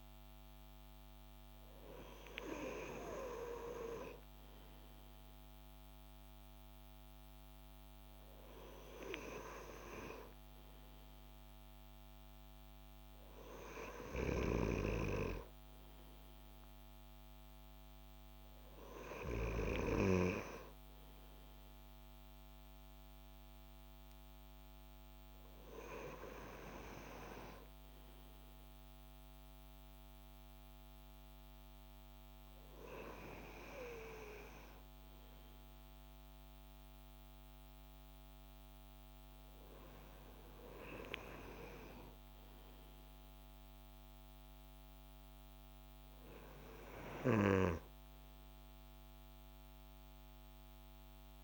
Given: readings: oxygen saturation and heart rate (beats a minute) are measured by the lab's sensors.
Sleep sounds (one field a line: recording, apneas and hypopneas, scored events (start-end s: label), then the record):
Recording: breathing in sleep by a microphone on the trachea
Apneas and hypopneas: none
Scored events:
none scored
From the record:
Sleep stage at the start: N2 (light sleep)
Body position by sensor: on the back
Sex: male